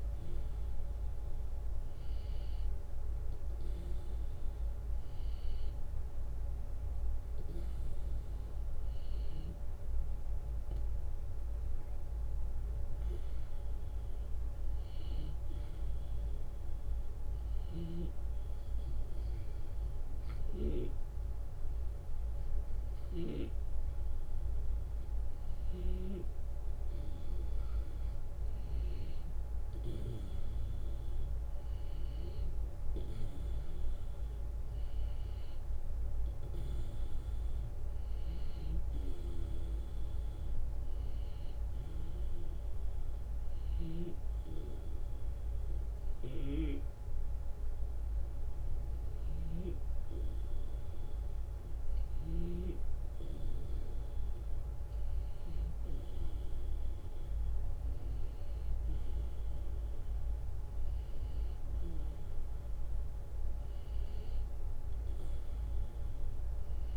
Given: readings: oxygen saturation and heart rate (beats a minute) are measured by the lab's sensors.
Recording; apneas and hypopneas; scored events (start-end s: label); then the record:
breathing in sleep by a room microphone; 2
0.50-2.50 s: long interval between heartbeats (device-marked, heart rate 40 before, 32 extreme)
4.50-8.50 s: drop in pulse transit time (device-marked, heart rate 44 before, 32 extreme)
11.50-66.97 s: new sleep stage, N2 (light sleep)
17.00-27.50 s: hypopnea (oxygen 94% before, 92% lowest)
17.50-26.00 s: snoring (device-marked)
21.00-23.00 s: long interval between heartbeats (device-marked)
29.50-33.50 s: arousal
43.00-53.00 s: hypopnea (oxygen 94% before, 92% lowest)
46.00-52.50 s: snoring (device-marked)
50.00-52.00 s: long interval between heartbeats (device-marked)
56.00-60.00 s: arousal
From the record:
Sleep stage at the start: N1 (lightest sleep); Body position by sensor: on the back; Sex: male